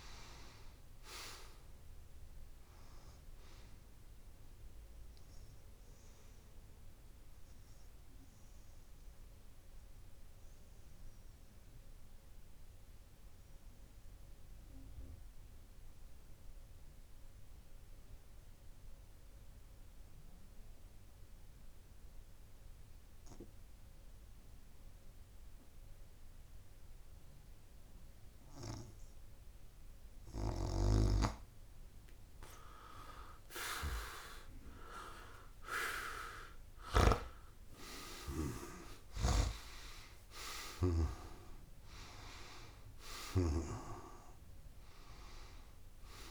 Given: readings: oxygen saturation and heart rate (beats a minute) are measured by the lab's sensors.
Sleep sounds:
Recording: breathing in sleep by a room microphone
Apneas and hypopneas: 1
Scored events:
5.50-30.50 s: obstructive apnea (oxygen 98% before, 94% lowest)
11.50-17.50 s: tachycardia (device-marked, heart rate 66 before, 109 extreme)
14.50-16.50 s: long interval between heartbeats (device-marked)
19.50-21.50 s: long interval between heartbeats (device-marked, heart rate 48 before, 79 extreme)
22.50-24.50 s: long interval between heartbeats (device-marked, heart rate 60 before, 97 extreme)
23.50-25.50 s: tachycardia (device-marked, heart rate 65 before, 97 extreme)
26.00-28.00 s: long interval between heartbeats (device-marked, heart rate 72 before, 96 extreme)
31.00-33.00 s: long interval between heartbeats (device-marked, heart rate 91 before, 90 extreme)
31.00-37.50 s: snoring (device-marked)
33.50-35.50 s: long interval between heartbeats (device-marked, heart rate 96 before, 96 extreme)
33.50-38.00 s: arousal
43.00-45.00 s: long interval between heartbeats (device-marked)
From the record:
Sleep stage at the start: N2 (light sleep)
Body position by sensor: on the back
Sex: male

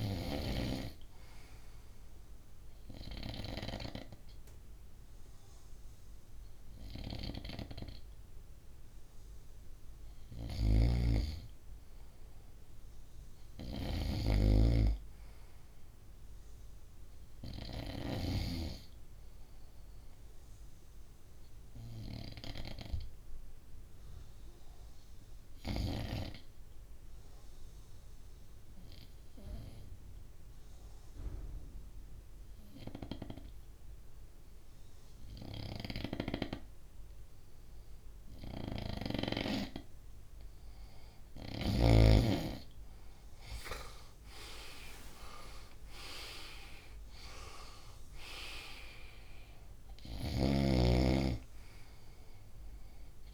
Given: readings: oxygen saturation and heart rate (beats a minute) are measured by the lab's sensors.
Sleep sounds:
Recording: breathing in sleep by a room microphone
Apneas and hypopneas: 1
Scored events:
10.00-14.00 s: snoring (device-marked)
20.00-40.00 s: obstructive apnea (oxygen 98% before, 93% lowest, heart rate 65 before, 61 extreme, up 9 after)
34.50-53.34 s: oxygen desaturation (device-marked, oxygen 97% before, 93% lowest, heart rate 64 before, 62 extreme)
38.00-41.50 s: snoring (device-marked)
42.50-46.00 s: arousal
49.50-53.34 s: snoring (device-marked)
From the record:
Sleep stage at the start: N2 (light sleep)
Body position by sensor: on the front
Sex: male

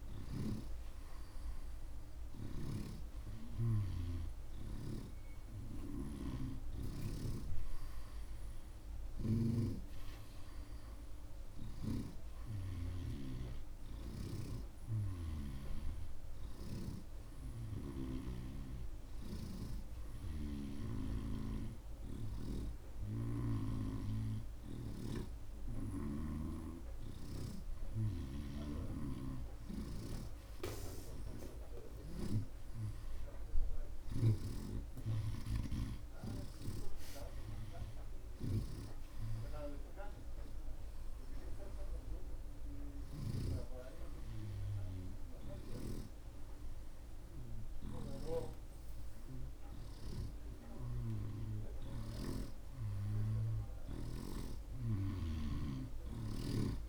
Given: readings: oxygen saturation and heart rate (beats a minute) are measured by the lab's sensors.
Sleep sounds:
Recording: breathing in sleep by a room microphone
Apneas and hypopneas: none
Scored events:
0.00-12.00 s: snoring (device-marked)
19.00-22.50 s: snoring (device-marked)
32.00-36.00 s: snoring (device-marked)
52.00-56.50 s: snoring (device-marked)
From the record:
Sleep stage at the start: N2 (light sleep)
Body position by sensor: on the right side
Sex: male

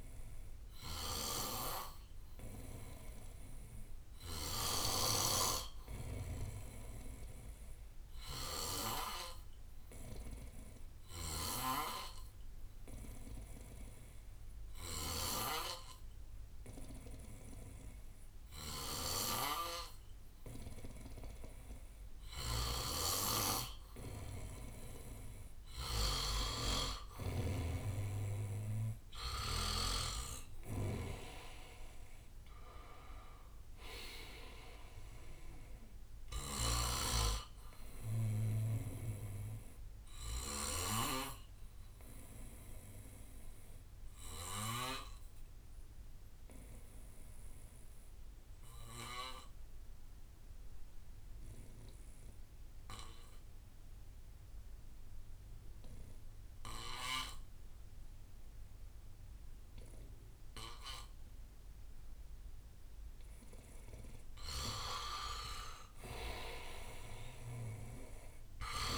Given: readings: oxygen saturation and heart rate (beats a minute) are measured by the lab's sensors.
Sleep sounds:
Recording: breathing in sleep by a room microphone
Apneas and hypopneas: 2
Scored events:
1.50-13.50 s: oxygen desaturation (device-marked, oxygen 93% before, 88% lowest, heart rate 64 before, 61 extreme)
4.00-29.50 s: snoring (device-marked)
9.50-22.50 s: obstructive apnea (oxygen 93% before, 87% lowest, heart rate 64 before, 58 extreme, up 11 after)
25.00-28.50 s: arousal
36.00-41.00 s: snoring (device-marked)
39.50-41.50 s: bradycardia (device-marked, heart rate 62 before, 59 extreme)
42.00-64.50 s: obstructive apnea (oxygen 92% before, 87% lowest, heart rate 70 before, 57 extreme, up 8 after)
43.50-45.50 s: bradycardia (device-marked, heart rate 62 before, 58 extreme)
59.50-68.97 s: oxygen desaturation (device-marked, oxygen 98% before, 87% lowest, heart rate 61 before, 57 extreme)
67.00-68.97 s: arousal
From the record:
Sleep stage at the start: N2 (light sleep)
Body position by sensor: on the back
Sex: male

